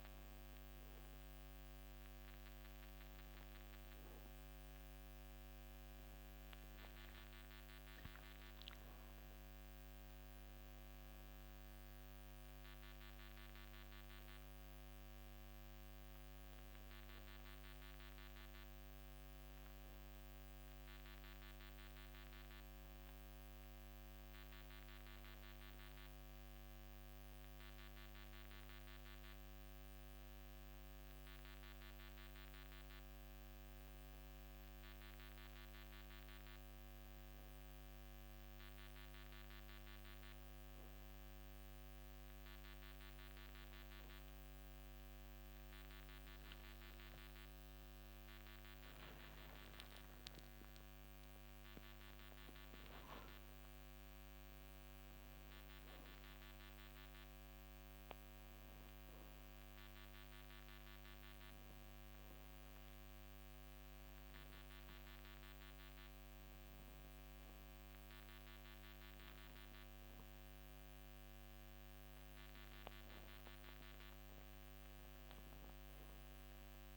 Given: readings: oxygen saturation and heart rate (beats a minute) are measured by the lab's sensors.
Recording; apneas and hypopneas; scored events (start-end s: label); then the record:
a person awake in a sleep study, hard to hear, by a microphone on the trachea; none
26.50-76.97 s: new sleep stage, awake
From the record:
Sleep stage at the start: N2 (light sleep); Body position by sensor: on the back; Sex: male